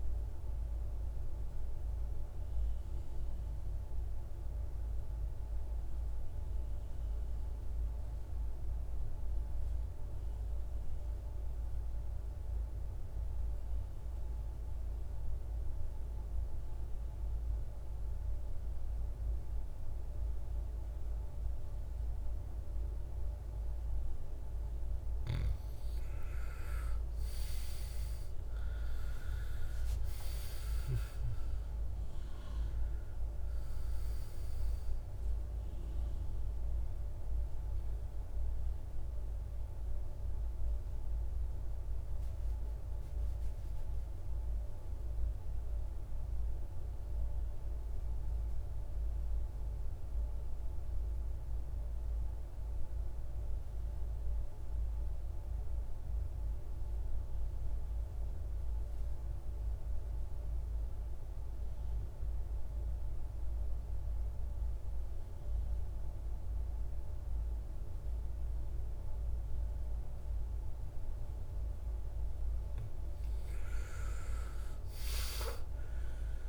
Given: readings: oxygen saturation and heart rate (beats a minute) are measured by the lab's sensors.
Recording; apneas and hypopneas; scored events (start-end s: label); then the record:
breathing in sleep, hard to hear, by a room microphone; 2
0.00-12.50 s: oxygen desaturation (device-marked, oxygen 87% lowest, heart rate 52 extreme)
0.50-25.00 s: mixed apnea (oxygen 99% before, 81% lowest, heart rate 59 before, 52 extreme, up 18 after)
25.50-53.50 s: oxygen desaturation (device-marked, oxygen 98% before, 85% lowest, heart rate 56 before, 54 extreme)
28.00-32.50 s: arousal
42.50-72.00 s: mixed apnea (oxygen 98% before, 80% lowest, heart rate 63 before, 53 extreme, up 17 after)
65.50-76.49 s: oxygen desaturation (device-marked, oxygen 98% before, 80% lowest, heart rate 55 before, 53 extreme)
73.50-76.49 s: arousal
From the record:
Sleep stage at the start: N2 (light sleep); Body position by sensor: on the back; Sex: male